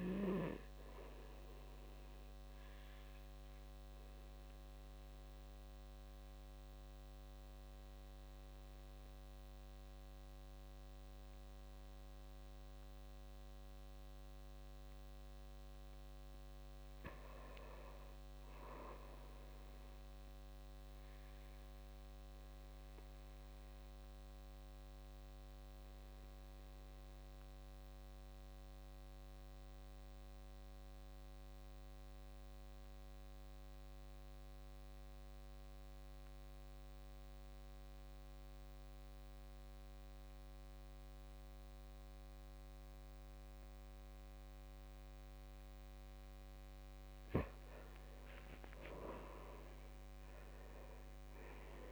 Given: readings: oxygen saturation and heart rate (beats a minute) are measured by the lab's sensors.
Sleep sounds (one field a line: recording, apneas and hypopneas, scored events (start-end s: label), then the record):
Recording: breathing in sleep, hard to hear, by a microphone on the trachea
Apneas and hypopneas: 1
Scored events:
0.00-16.50 s: oxygen desaturation (device-marked, oxygen 79% lowest, heart rate 52 extreme)
17.00-20.00 s: arousal
22.00-46.00 s: obstructive apnea (oxygen 99% before, 81% lowest, heart rate 56 before, 52 extreme, up 15 after)
42.50-51.92 s: oxygen desaturation (device-marked, oxygen 96% before, 81% lowest, heart rate 56 before, 52 extreme)
48.00-51.50 s: arousal
From the record:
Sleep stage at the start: N2 (light sleep)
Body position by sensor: on the back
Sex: male